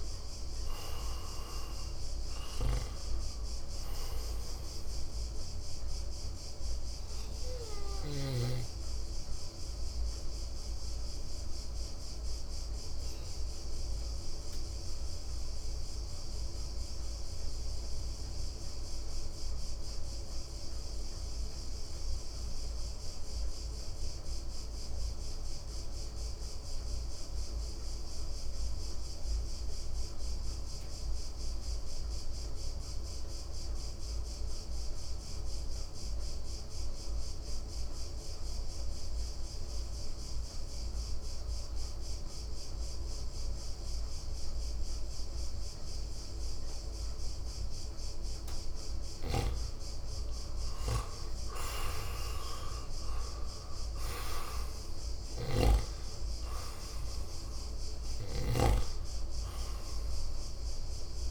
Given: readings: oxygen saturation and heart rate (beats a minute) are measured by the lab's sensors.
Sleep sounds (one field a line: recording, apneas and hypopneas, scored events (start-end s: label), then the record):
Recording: breathing in sleep by a room microphone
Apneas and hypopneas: 1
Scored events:
0.00-8.50 s: snoring (device-marked)
0.00-21.00 s: oxygen desaturation (device-marked, oxygen 88% lowest, heart rate 55 extreme)
8.00-50.00 s: obstructive apnea (oxygen 96% before, 86% lowest, heart rate 63 before, 55 extreme, up 7 after)
39.00-61.31 s: oxygen desaturation (device-marked, oxygen 97% before, 86% lowest, heart rate 57 before, 56 extreme)
51.50-56.00 s: arousal
55.50-59.00 s: snoring (device-marked)
From the record:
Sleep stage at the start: N2 (light sleep)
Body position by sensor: on the right side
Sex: male